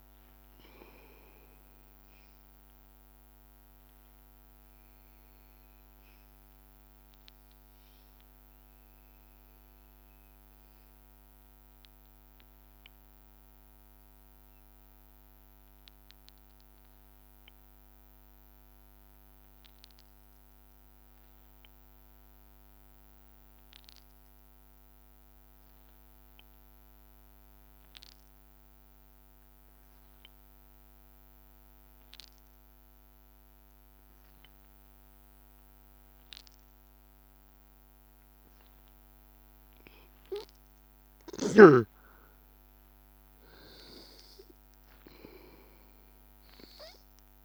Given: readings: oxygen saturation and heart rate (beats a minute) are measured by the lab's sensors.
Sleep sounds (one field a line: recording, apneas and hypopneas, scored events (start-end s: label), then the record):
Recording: breathing in sleep by a microphone on the trachea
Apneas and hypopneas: 1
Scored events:
0.00-13.50 s: oxygen desaturation (device-marked, oxygen 93% lowest, heart rate 82 extreme)
12.00-40.50 s: hypopnea (oxygen 97% before, 92% lowest, heart rate 84 before, 82 extreme, up 2 after)
32.50-47.45 s: oxygen desaturation (device-marked, oxygen 98% before, 92% lowest, heart rate 83 before, 82 extreme)
43.00-46.00 s: arousal
From the record:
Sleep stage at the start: N2 (light sleep)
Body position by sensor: on the back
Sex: male